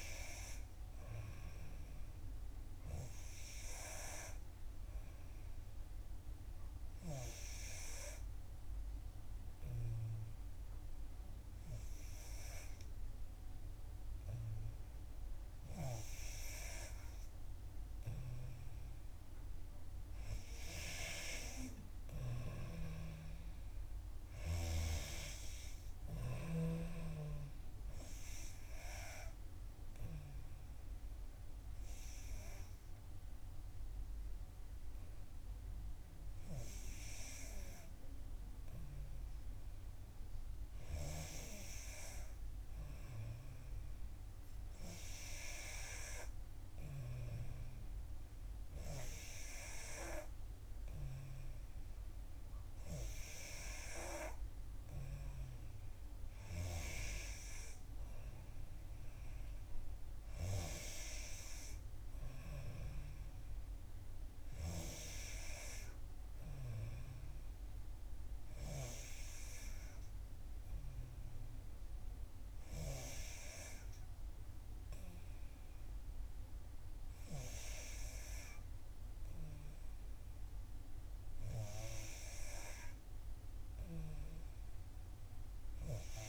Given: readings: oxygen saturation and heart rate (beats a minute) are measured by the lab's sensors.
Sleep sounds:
breathing in sleep by a room microphone; 2
4.00-16.00 s: hypopnea (oxygen 93% before, 90% lowest, heart rate 63 before, 59 extreme, up 0 after)
19.00-23.50 s: arousal
29.50-40.50 s: obstructive apnea (oxygen 93% before, 90% lowest, heart rate 64 before, 59 extreme, up 5 after)
43.00-45.50 s: arousal
From the record:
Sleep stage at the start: N3 (deep sleep); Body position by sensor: on the back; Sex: female

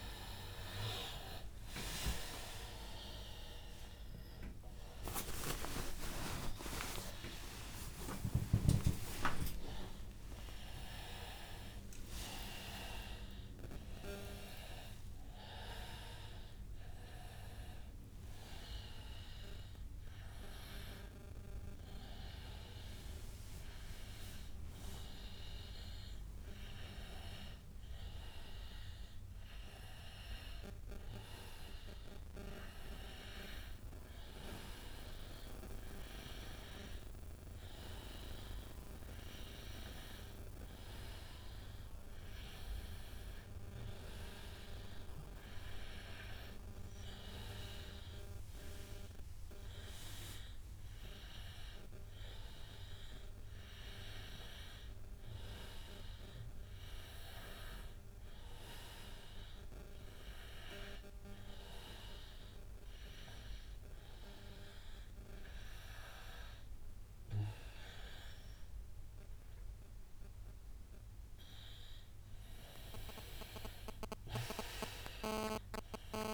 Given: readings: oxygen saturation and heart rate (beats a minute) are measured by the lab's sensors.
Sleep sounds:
a person partly awake in a sleep study, by a room microphone; none
8.00-10.00 s: long interval between heartbeats (device-marked, heart rate 138 before, 116 extreme)
11.00-71.00 s: new sleep stage, N1 (lightest sleep)
71.00-76.34 s: new sleep stage, awake
From the record:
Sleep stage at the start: awake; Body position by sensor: on the back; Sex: male

